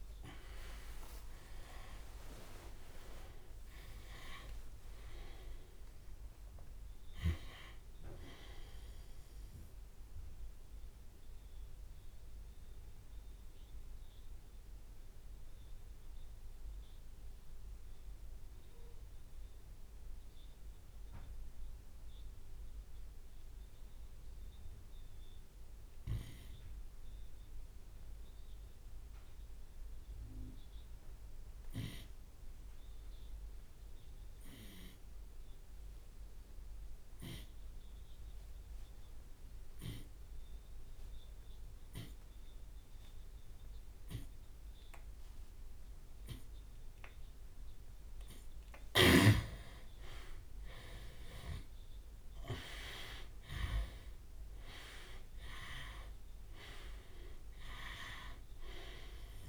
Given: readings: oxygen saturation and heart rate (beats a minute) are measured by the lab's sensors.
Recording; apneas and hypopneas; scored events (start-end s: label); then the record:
breathing in sleep by a room microphone; 1
4.00 s: drop in pulse transit time (device-marked)
7.00-9.00 s: long interval between heartbeats (device-marked, heart rate 96 before, 68 extreme)
7.00-13.00 s: drop in pulse transit time (device-marked, heart rate 96 before, 47 extreme)
11.00-47.00 s: obstructive apnea (oxygen 91% before, 85% lowest, heart rate 87 before, 47 extreme, up 47 after)
16.00-28.00 s: oxygen desaturation (device-marked, oxygen 97% before, 85% lowest, heart rate 64 before, 54 extreme)
28.00-38.00 s: drop in pulse transit time (device-marked, heart rate 52 before, 55 extreme)
31.00-33.00 s: long interval between heartbeats (device-marked, heart rate 51 before, 65 extreme)
34.00-41.00 s: tachycardia (device-marked, heart rate 54 before, 119 extreme)
35.00-37.00 s: long interval between heartbeats (device-marked, heart rate 56 before, 81 extreme)
37.50-39.50 s: long interval between heartbeats (device-marked, heart rate 60 before, 106 extreme)
40.50-42.50 s: long interval between heartbeats (device-marked, heart rate 69 before, 119 extreme)
41.00-44.00 s: drop in pulse transit time (device-marked, heart rate 72 before, 108 extreme)
43.00-56.00 s: oxygen desaturation (device-marked, oxygen 100% before, 94% lowest, heart rate 78 before, 55 extreme)
44.00-46.00 s: long interval between heartbeats (device-marked, heart rate 81 before, 78 extreme)
45.00-50.00 s: tachycardia (device-marked, heart rate 56 before, 117 extreme)
46.50-48.50 s: long interval between heartbeats (device-marked, heart rate 83 before, 90 extreme)
49.00-51.00 s: long interval between heartbeats (device-marked, heart rate 90 before, 117 extreme)
49.50-55.00 s: arousal
51.00-53.00 s: long interval between heartbeats (device-marked, heart rate 96 before, 123 extreme)
54.00-56.00 s: long interval between heartbeats (device-marked, heart rate 103 before, 97 extreme)
55.00-59.00 s: tachycardia (device-marked, heart rate 58 before, 105 extreme)
55.00-59.49 s: drop in pulse transit time (device-marked, heart rate 104 before, 68 extreme)
56.00-58.00 s: long interval between heartbeats (device-marked, heart rate 105 before, 92 extreme)
58.00-59.49 s: long interval between heartbeats (device-marked, heart rate 105 before, 101 extreme)
From the record:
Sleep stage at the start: N2 (light sleep); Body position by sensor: on the left side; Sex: male